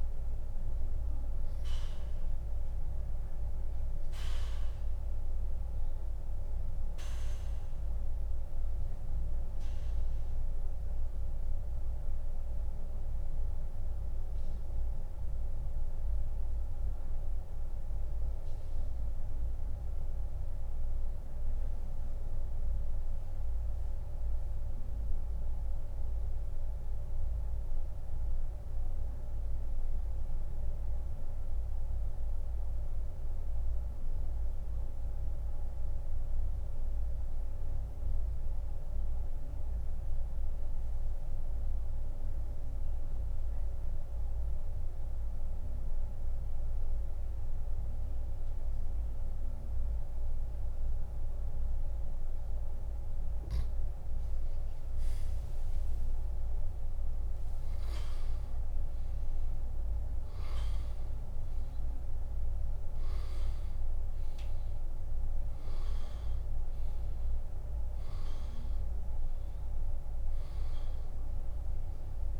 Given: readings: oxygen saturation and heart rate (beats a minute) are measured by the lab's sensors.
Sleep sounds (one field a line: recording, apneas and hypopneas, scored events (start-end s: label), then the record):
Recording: breathing in sleep, hard to hear, by a room microphone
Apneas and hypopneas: 1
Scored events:
12.50-52.00 s: mixed apnea (oxygen 97% before, 85% lowest, heart rate 86 before, 54 extreme, up 24 after)
14.50-45.50 s: oxygen desaturation (device-marked, oxygen 96% before, 88% lowest, heart rate 86 before, 54 extreme)
57.00-62.00 s: arousal
64.50-72.40 s: oxygen desaturation (device-marked, oxygen 97% before, 93% lowest, heart rate 77 before, 64 extreme)
From the record:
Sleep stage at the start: N2 (light sleep)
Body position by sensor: on the back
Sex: male